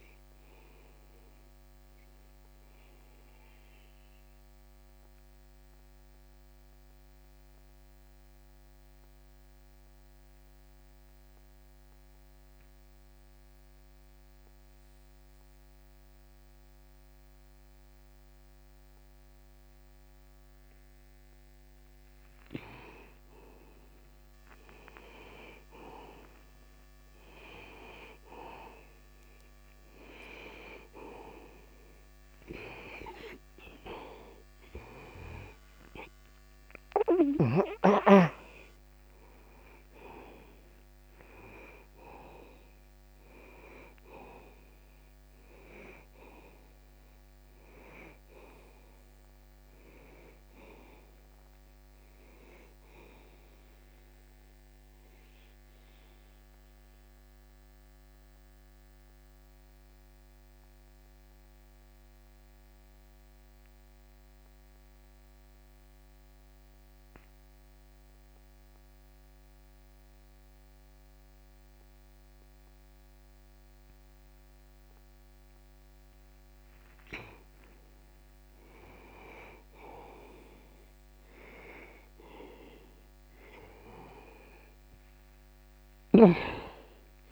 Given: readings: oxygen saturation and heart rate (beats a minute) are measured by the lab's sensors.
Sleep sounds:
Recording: breathing in sleep by a microphone on the trachea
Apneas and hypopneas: 2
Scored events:
0.00-18.00 s: oxygen desaturation (device-marked, oxygen 88% lowest, heart rate 62 extreme)
2.00-23.00 s: mixed apnea (oxygen 97% before, 83% lowest, heart rate 65 before, 63 extreme, up 1 after)
24.50-30.00 s: arousal
32.00-65.00 s: oxygen desaturation (device-marked, oxygen 97% before, 83% lowest, heart rate 64 before, 63 extreme)
55.50-78.00 s: mixed apnea (oxygen 97% before, 84% lowest, heart rate 65 before, 63 extreme, up 0 after)
82.00-87.32 s: oxygen desaturation (device-marked, oxygen 97% before, 84% lowest, heart rate 64 before, 62 extreme)
From the record:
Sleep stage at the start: N2 (light sleep)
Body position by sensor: on the back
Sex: male

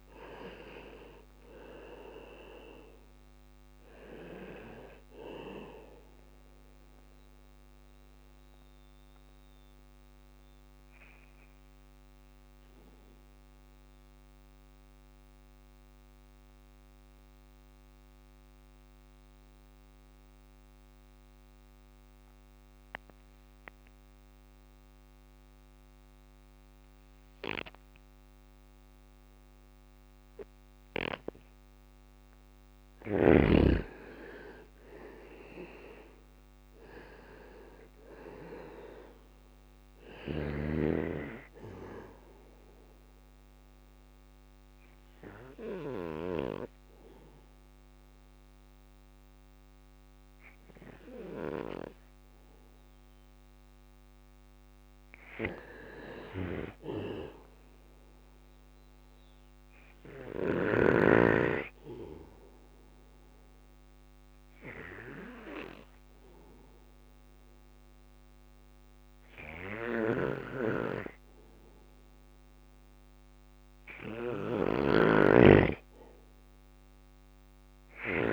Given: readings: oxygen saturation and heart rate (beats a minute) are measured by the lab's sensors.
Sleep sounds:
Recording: breathing in sleep by a microphone on the trachea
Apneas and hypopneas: 3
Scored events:
0.00-10.50 s: drop in pulse transit time (device-marked, heart rate 54 extreme)
0.00-24.50 s: oxygen desaturation (device-marked, oxygen 93% lowest, heart rate 54 extreme)
2.50-30.50 s: bradycardia (device-marked, heart rate 59 before, 54 extreme)
7.00-31.50 s: obstructive apnea (oxygen 98% before, 93% lowest, heart rate 60 before, 55 extreme, up 6 after)
33.00-36.50 s: arousal
34.50-45.50 s: drop in pulse transit time (device-marked, heart rate 58 before, 57 extreme)
38.50-55.50 s: oxygen desaturation (device-marked, oxygen 99% before, 93% lowest, heart rate 59 before, 57 extreme)
39.50-50.50 s: bradycardia (device-marked, heart rate 59 before, 57 extreme)
42.00-53.50 s: obstructive apnea (oxygen 100% before, 93% lowest, heart rate 60 before, 57 extreme, up 4 after)
56.00-59.50 s: arousal
57.50-78.33 s: bradycardia (device-marked, heart rate 59 before, 56 extreme)
61.50-74.00 s: obstructive apnea (oxygen 100% before, 92% lowest, heart rate 59 before, 57 extreme, up 1 after)
73.00-78.33 s: snoring (device-marked)
76.00-78.33 s: arousal
From the record:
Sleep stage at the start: N2 (light sleep)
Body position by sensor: on the back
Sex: male

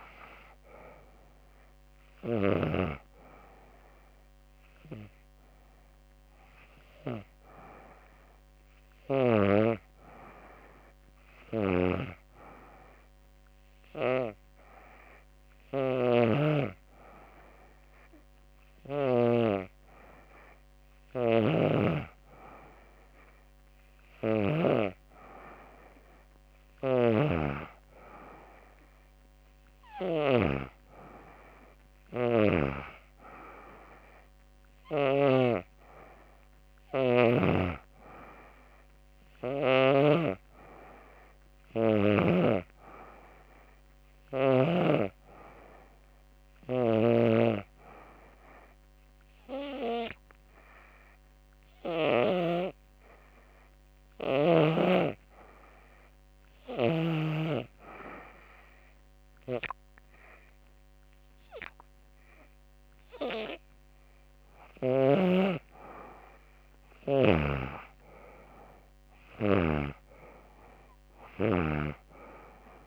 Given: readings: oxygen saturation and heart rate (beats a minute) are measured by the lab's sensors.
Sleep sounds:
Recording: breathing in sleep by a microphone on the trachea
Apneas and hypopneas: none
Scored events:
0.00-11.00 s: oxygen desaturation (device-marked, oxygen 89% lowest, heart rate 83 extreme)
15.00-18.50 s: snoring (device-marked)
20.50-26.50 s: snoring (device-marked)
63.00-70.00 s: oxygen desaturation (device-marked, oxygen 93% before, 90% lowest, heart rate 84 before, 84 extreme)
67.50-71.50 s: arousal
From the record:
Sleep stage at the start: N2 (light sleep)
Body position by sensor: on the back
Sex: female

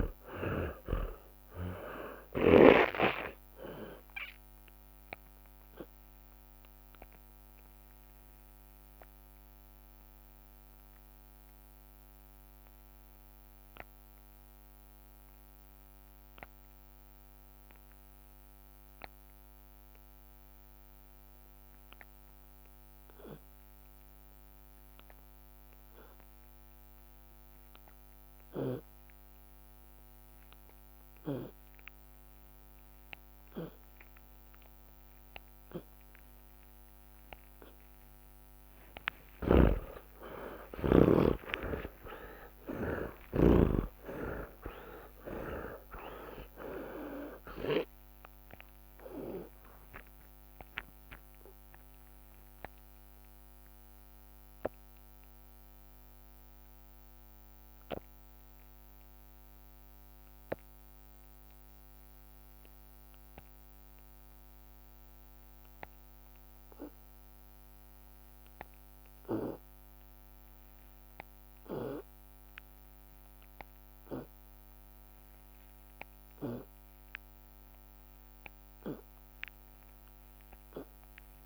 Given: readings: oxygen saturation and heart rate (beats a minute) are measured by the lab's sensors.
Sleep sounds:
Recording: breathing in sleep by a microphone on the trachea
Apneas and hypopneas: 2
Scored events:
0.00-2.00 s: arousal
1.00-3.00 s: long interval between heartbeats (device-marked, heart rate 49 before, 61 extreme)
1.00-4.00 s: drop in pulse transit time (device-marked, heart rate 49 before, 48 extreme)
4.50-6.50 s: long interval between heartbeats (device-marked, heart rate 52 before, 69 extreme)
7.00-36.50 s: obstructive apnea (oxygen 92% before, 80% lowest)
8.00-10.00 s: drop in pulse transit time (device-marked, heart rate 64 before, 56 extreme)
8.50-10.50 s: long interval between heartbeats (device-marked, heart rate 64 before, 56 extreme)
11.00-13.00 s: long interval between heartbeats (device-marked, heart rate 62 before, 47 extreme)
21.50-23.50 s: long interval between heartbeats (device-marked)
22.00-34.00 s: oxygen desaturation (device-marked, oxygen 93% before, 80% lowest, heart rate 45 before, 67 extreme)
24.50-26.50 s: long interval between heartbeats (device-marked, heart rate 42 before, 31 extreme)
25.00-36.00 s: drop in pulse transit time (device-marked, heart rate 40 before, 31 extreme)
27.50-29.50 s: long interval between heartbeats (device-marked, heart rate 37 before, 68 extreme)
30.00-32.00 s: long interval between heartbeats (device-marked, heart rate 40 before, 76 extreme)
30.00-40.00 s: tachycardia (device-marked, heart rate 40 before, 169 extreme)
32.00-34.00 s: long interval between heartbeats (device-marked, heart rate 43 before, 97 extreme)
36.00-38.00 s: long interval between heartbeats (device-marked, heart rate 57 before, 152 extreme)
39.00-43.00 s: snoring (device-marked)
39.00-44.50 s: arousal
39.50-41.50 s: long interval between heartbeats (device-marked, heart rate 76 before, 169 extreme)
41.50-43.50 s: long interval between heartbeats (device-marked, heart rate 92 before, 124 extreme)
44.50-46.50 s: long interval between heartbeats (device-marked, heart rate 106 before, 68 extreme)
47.00-48.00 s: drop in pulse transit time (device-marked, heart rate 111 before, 79 extreme)
48.00-50.00 s: long interval between heartbeats (device-marked, heart rate 112 before, 78 extreme)
53.50-69.50 s: mixed apnea (oxygen 91% before, 81% lowest)
69.00-75.00 s: tachycardia (device-marked, heart rate 39 before, 107 extreme)
From the record:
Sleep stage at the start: N2 (light sleep)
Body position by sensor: on the back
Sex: male

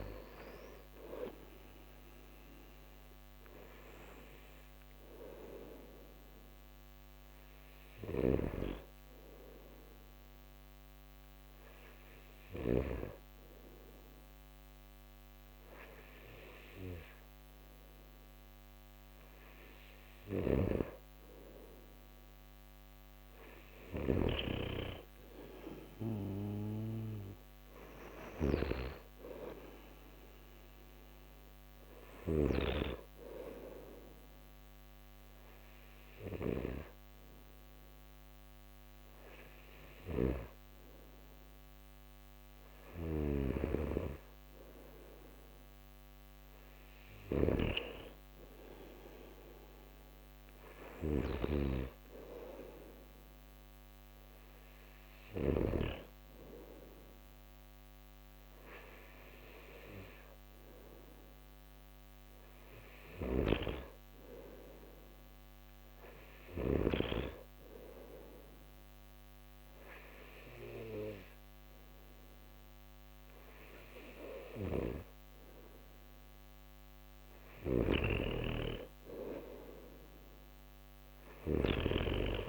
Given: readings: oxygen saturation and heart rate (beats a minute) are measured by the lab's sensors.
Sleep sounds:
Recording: breathing in sleep by a microphone on the trachea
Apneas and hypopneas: 3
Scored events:
8.00-13.00 s: snoring (device-marked)
9.00-21.00 s: hypopnea (oxygen 94% before, 92% lowest)
20.00-24.50 s: snoring (device-marked)
23.00-28.00 s: arousal
34.50-45.00 s: hypopnea (oxygen 94% before, 91% lowest)
42.50-55.50 s: snoring (device-marked)
48.00-51.50 s: arousal
63.00-67.00 s: snoring (device-marked)
67.50-77.50 s: obstructive apnea (oxygen 94% before, 91% lowest)
77.50-82.48 s: snoring (device-marked)
80.00-82.48 s: arousal
From the record:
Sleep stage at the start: N2 (light sleep)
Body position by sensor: on the back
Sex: male

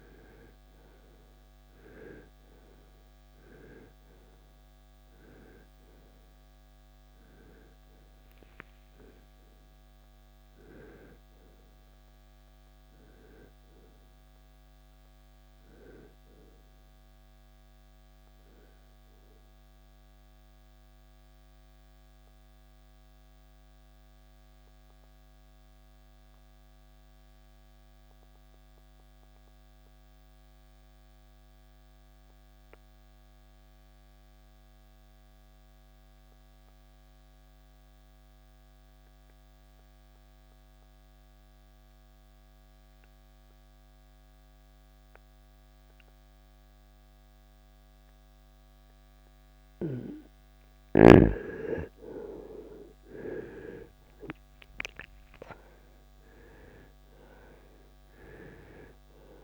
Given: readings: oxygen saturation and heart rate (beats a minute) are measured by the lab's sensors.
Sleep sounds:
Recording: breathing in sleep by a microphone on the trachea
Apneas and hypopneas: 1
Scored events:
0.00-28.00 s: oxygen desaturation (device-marked, oxygen 84% lowest, heart rate 56 extreme)
18.00-50.50 s: obstructive apnea (oxygen 96% before, 80% lowest, heart rate 81 before, 56 extreme, up 21 after)
48.00-59.43 s: oxygen desaturation (device-marked, oxygen 96% before, 80% lowest, heart rate 67 before, 55 extreme)
52.00-57.00 s: arousal
From the record:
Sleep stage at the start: REM sleep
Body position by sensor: on the right side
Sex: male

